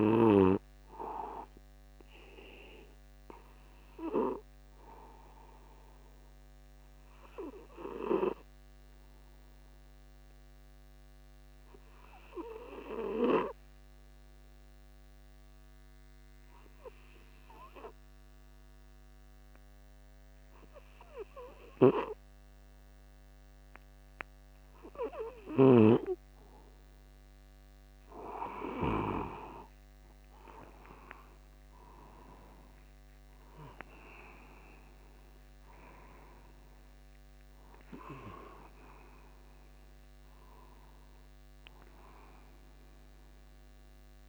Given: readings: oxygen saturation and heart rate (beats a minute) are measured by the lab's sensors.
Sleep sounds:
breathing in sleep by a microphone on the trachea; 1
0.00-1.00 s: snoring (device-marked)
0.50-25.50 s: obstructive apnea (oxygen 98% before, 93% lowest, heart rate 50 before, 50 extreme, up 8 after)
6.00-24.00 s: oxygen desaturation (device-marked, oxygen 97% before, 94% lowest, heart rate 50 before, 50 extreme)
31.50-37.50 s: arousal
From the record:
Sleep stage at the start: N2 (light sleep); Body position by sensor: upright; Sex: male

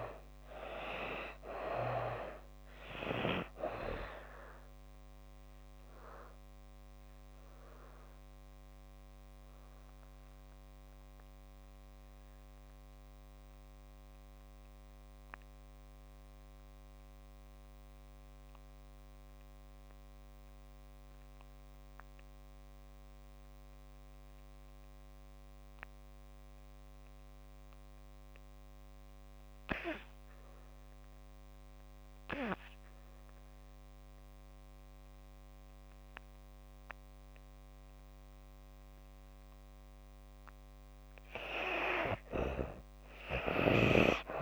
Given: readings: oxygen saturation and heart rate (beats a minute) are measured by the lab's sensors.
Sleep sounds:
breathing in sleep by a microphone on the trachea; 1
0.00-1.50 s: arousal
0.00-3.00 s: oxygen desaturation (device-marked, oxygen 55% lowest)
5.00-23.00 s: oxygen desaturation (device-marked, oxygen 94% before, 77% lowest)
5.50-40.00 s: obstructive apnea (oxygen 94% before, 57% lowest)
29.00-44.42 s: oxygen desaturation (device-marked, oxygen 93% before, 57% lowest)
From the record:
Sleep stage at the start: N2 (light sleep); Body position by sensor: on the back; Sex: female

